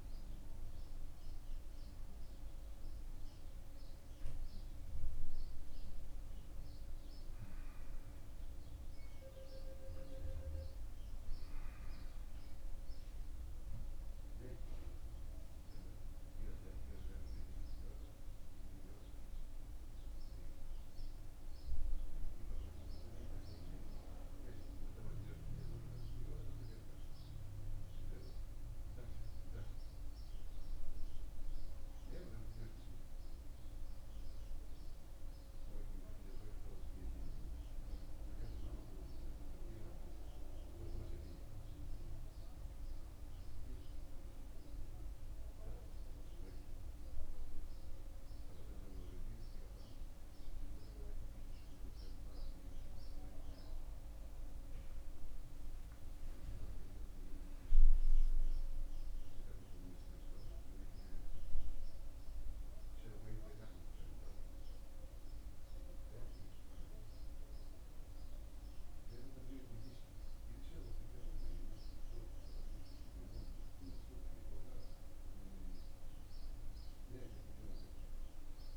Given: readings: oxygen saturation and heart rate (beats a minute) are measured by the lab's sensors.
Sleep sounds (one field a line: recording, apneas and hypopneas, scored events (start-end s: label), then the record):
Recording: a person awake in a sleep study, by a room microphone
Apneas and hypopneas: none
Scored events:
none scored
From the record:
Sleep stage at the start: awake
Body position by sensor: on the back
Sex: male